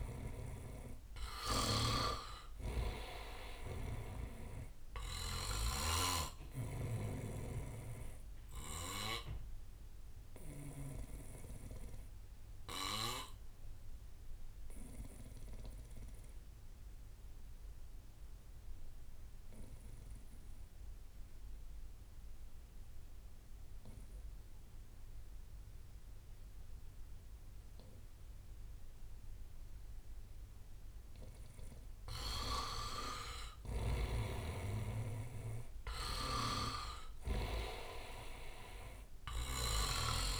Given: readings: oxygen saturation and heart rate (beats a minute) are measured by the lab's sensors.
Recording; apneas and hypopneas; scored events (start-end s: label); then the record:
breathing in sleep by a room microphone; 1
0.00-4.00 s: arousal
0.00-10.00 s: drop in pulse transit time (device-marked, heart rate 62 extreme)
0.00-20.00 s: oxygen desaturation (device-marked, oxygen 88% lowest, heart rate 57 extreme)
9.00-14.00 s: bradycardia (device-marked, heart rate 66 before, 58 extreme)
11.50-31.00 s: obstructive apnea (oxygen 99% before, 88% lowest, heart rate 63 before, 55 extreme, up 6 after)
29.00-40.40 s: oxygen desaturation (device-marked, oxygen 98% before, 88% lowest, heart rate 61 before, 55 extreme)
34.00-38.50 s: arousal
36.00-40.00 s: snoring (device-marked)
From the record:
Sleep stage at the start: N2 (light sleep); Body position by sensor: on the back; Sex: male